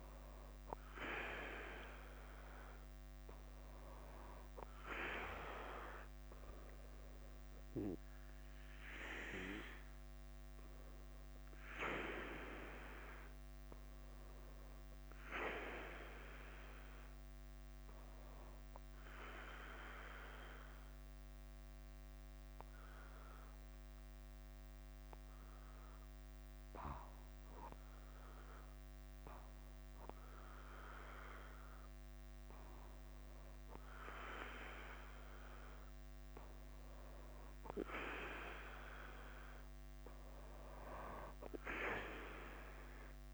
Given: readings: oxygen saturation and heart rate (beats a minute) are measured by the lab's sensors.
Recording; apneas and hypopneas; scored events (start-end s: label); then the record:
breathing in sleep by a microphone on the trachea; 1
0.00-43.33 s: bradycardia (device-marked, heart rate 45 extreme)
20.50-38.50 s: hypopnea (oxygen 98% before, 95% lowest, heart rate 51 before, 49 extreme, up 5 after)
40.50-43.33 s: arousal
From the record:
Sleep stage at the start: N2 (light sleep); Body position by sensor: on the back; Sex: male